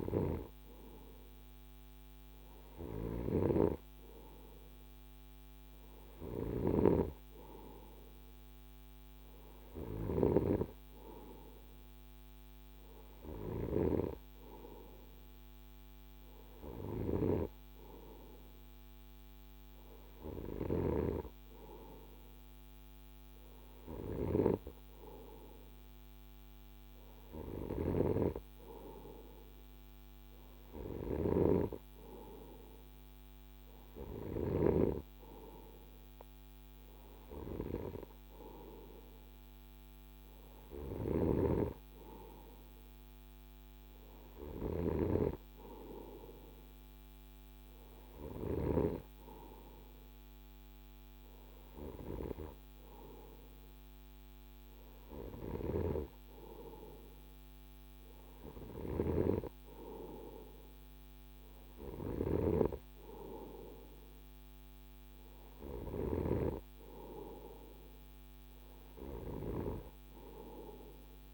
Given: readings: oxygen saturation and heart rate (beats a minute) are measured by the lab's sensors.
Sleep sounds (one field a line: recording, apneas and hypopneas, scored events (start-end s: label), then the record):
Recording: breathing in sleep by a microphone on the trachea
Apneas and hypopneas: none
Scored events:
none scored
From the record:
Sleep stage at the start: N2 (light sleep)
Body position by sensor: on the right side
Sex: male